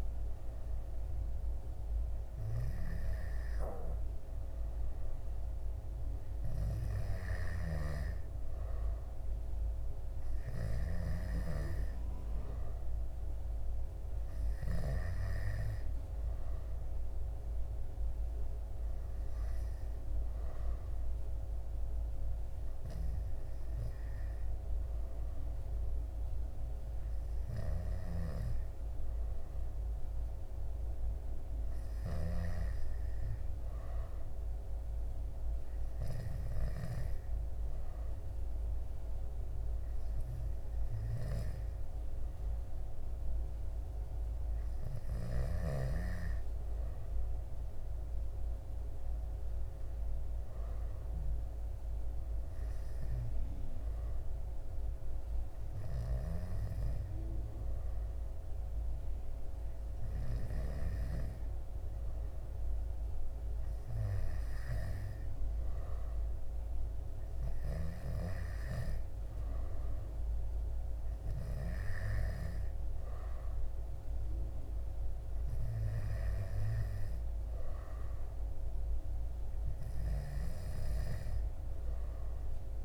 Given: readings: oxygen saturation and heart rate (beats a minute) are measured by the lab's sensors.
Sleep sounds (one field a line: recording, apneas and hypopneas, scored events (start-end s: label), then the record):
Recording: breathing in sleep by a room microphone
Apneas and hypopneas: none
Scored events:
0.00-6.50 s: oxygen desaturation (device-marked, oxygen 94% lowest, heart rate 65 extreme)
From the record:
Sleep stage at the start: N2 (light sleep)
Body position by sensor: on the back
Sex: male